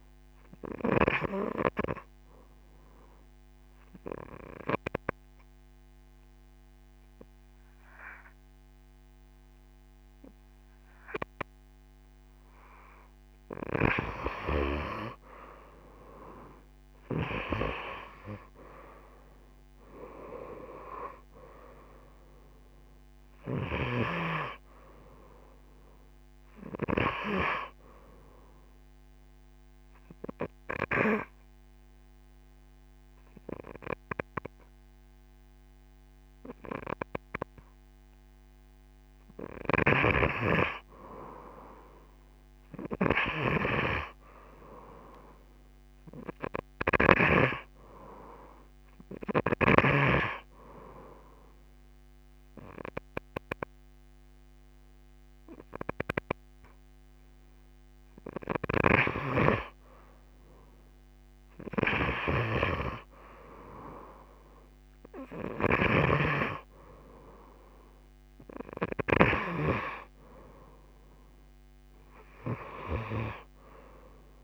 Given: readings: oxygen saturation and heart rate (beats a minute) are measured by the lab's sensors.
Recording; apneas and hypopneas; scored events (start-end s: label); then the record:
breathing in sleep by a microphone on the trachea; 2
0.00-11.00 s: oxygen desaturation (device-marked, oxygen 89% lowest)
1.50-13.00 s: obstructive apnea (oxygen 95% before, 86% lowest)
15.50-18.50 s: arousal
20.00-40.00 s: oxygen desaturation (device-marked, oxygen 94% before, 86% lowest)
29.50-40.00 s: obstructive apnea (oxygen 94% before, 86% lowest)
42.50-46.00 s: arousal
51.00-61.00 s: oxygen desaturation (device-marked, oxygen 97% before, 90% lowest)
71.00-74.44 s: oxygen desaturation (device-marked, oxygen 93% before, 88% lowest)
From the record:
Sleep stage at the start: N2 (light sleep); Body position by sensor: on the right side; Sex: female